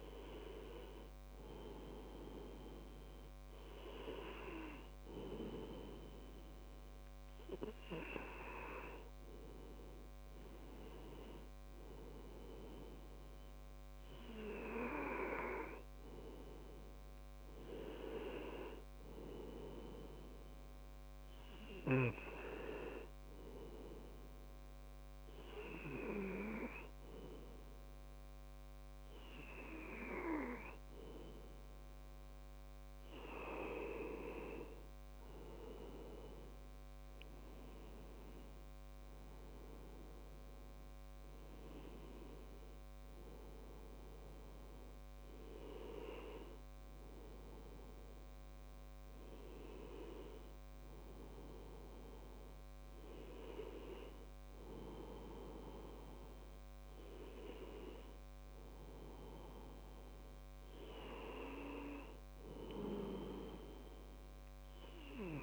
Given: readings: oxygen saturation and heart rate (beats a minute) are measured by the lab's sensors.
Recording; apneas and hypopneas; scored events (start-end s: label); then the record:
breathing in sleep by a microphone on the trachea; none
64.50-65.43 s: new sleep stage, N2 (light sleep)
From the record:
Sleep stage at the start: N1 (lightest sleep); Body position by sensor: on the back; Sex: male